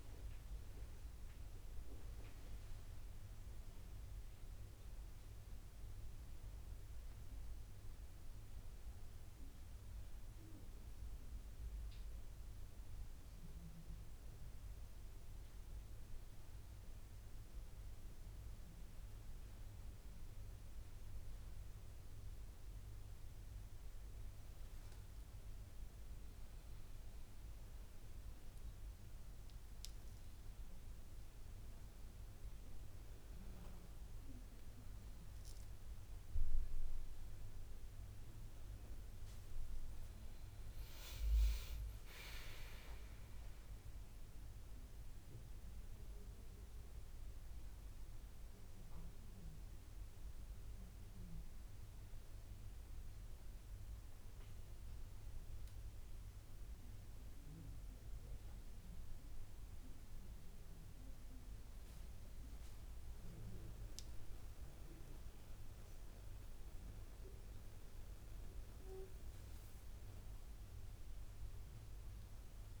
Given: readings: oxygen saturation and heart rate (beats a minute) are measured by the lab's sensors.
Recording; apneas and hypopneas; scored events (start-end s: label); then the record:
breathing in sleep, hard to hear, by a room microphone; none
none scored
From the record:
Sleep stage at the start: N2 (light sleep); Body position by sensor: on the back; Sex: male